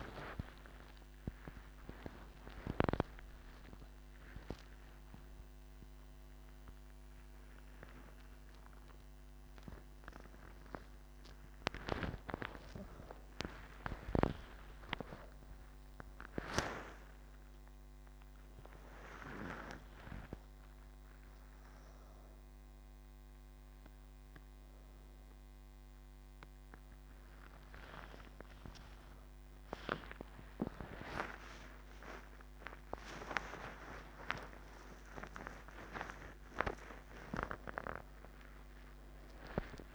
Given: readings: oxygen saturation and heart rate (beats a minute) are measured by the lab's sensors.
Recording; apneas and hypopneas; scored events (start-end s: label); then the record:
breathing in sleep by a microphone on the trachea; none
none scored
From the record:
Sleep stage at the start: N1 (lightest sleep); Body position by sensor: on the back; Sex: female